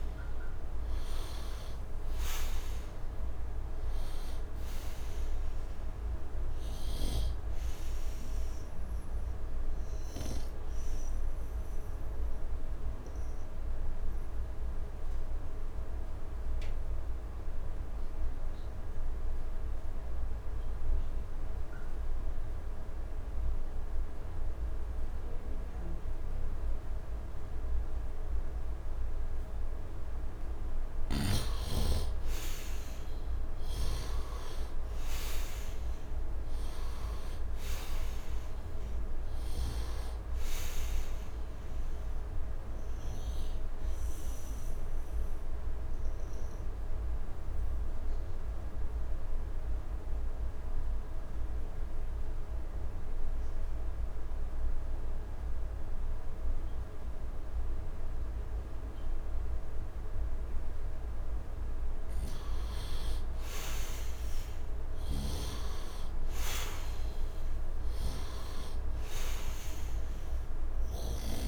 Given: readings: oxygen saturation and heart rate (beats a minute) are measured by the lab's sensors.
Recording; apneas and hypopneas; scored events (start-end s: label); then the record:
breathing in sleep, hard to hear, by a room microphone; 2
0.00-1.50 s: arousal
0.00-26.00 s: oxygen desaturation (device-marked, oxygen 82% lowest, heart rate 73 extreme)
10.00-30.00 s: obstructive apnea (oxygen 97% before, 82% lowest, heart rate 83 before, 74 extreme, up 7 after)
31.50-35.00 s: arousal
35.00-52.00 s: oxygen desaturation (device-marked, oxygen 100% before, 83% lowest, heart rate 78 before, 74 extreme)
44.00-62.00 s: obstructive apnea (oxygen 100% before, 83% lowest, heart rate 81 before, 73 extreme, up 5 after)
63.00-71.48 s: oxygen desaturation (device-marked, oxygen 99% before, 86% lowest, heart rate 77 before, 73 extreme)
63.50-67.00 s: arousal
From the record:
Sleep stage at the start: N2 (light sleep); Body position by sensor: on the right side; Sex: male